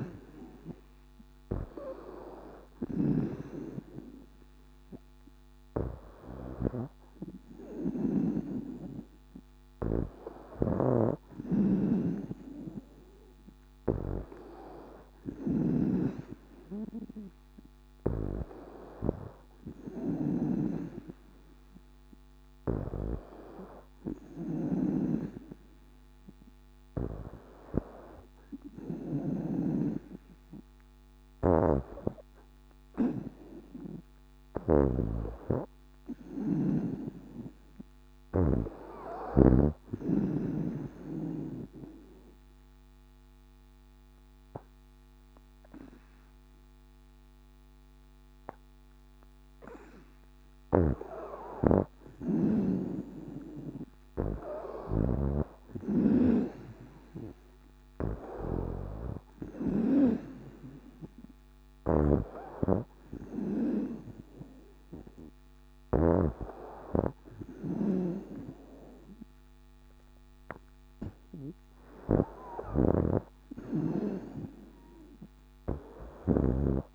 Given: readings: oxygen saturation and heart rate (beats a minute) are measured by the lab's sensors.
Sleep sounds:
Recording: breathing in sleep by a microphone on the trachea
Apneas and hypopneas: 1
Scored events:
0.00-39.00 s: snoring (device-marked)
31.50-36.00 s: arousal
40.50-50.50 s: obstructive apnea (oxygen 96% before, 92% lowest, heart rate 66 before, 61 extreme, up 4 after)
50.00-55.00 s: snoring (device-marked)
53.00-57.00 s: arousal
61.50-76.95 s: snoring (device-marked)
67.00-76.95 s: oxygen desaturation (device-marked, oxygen 96% before, 92% lowest, heart rate 63 before, 56 extreme)
From the record:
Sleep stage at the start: N2 (light sleep)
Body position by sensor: on the back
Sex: female

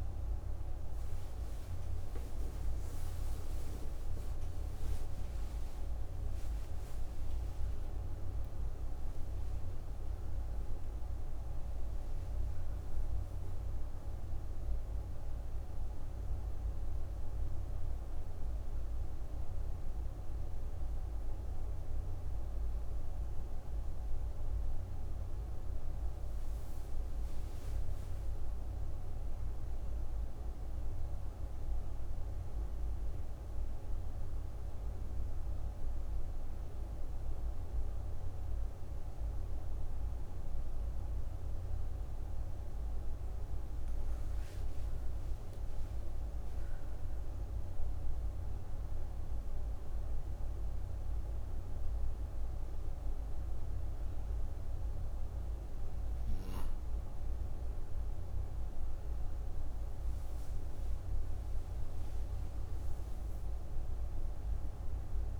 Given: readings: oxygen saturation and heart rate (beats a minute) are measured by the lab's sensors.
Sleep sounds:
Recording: a person partly awake in a sleep study, hard to hear, by a room microphone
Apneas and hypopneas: 1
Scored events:
22.50-52.50 s: new sleep stage, N1 (lightest sleep)
31.50-44.50 s: obstructive apnea (oxygen 97% before, 90% lowest)
45.00-48.50 s: arousal
49.50-65.40 s: oxygen desaturation (device-marked, oxygen 97% before, 90% lowest)
52.50-65.40 s: new sleep stage, N2 (light sleep)
From the record:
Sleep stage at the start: awake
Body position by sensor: on the right side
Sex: female

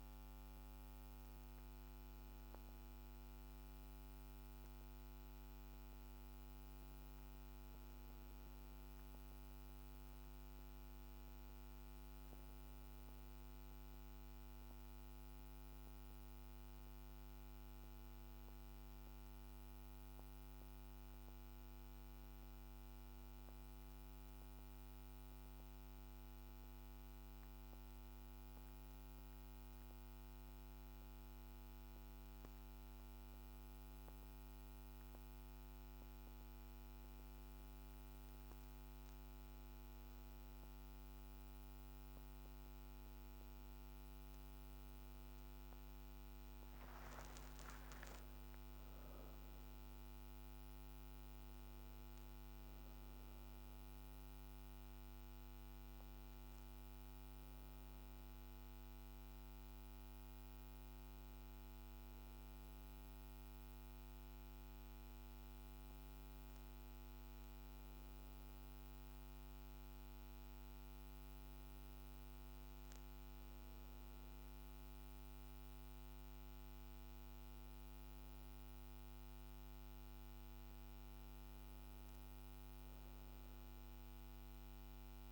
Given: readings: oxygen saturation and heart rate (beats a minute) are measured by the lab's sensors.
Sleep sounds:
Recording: a person partly awake in a sleep study, hard to hear, by a microphone on the trachea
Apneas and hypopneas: none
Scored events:
16.00-85.32 s: new sleep stage, N1 (lightest sleep)
28.00-55.00 s: oxygen desaturation (device-marked, oxygen 98% before, 95% lowest, heart rate 55 before, 54 extreme)
46.00-50.00 s: arousal
From the record:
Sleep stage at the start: awake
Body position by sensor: on the back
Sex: female

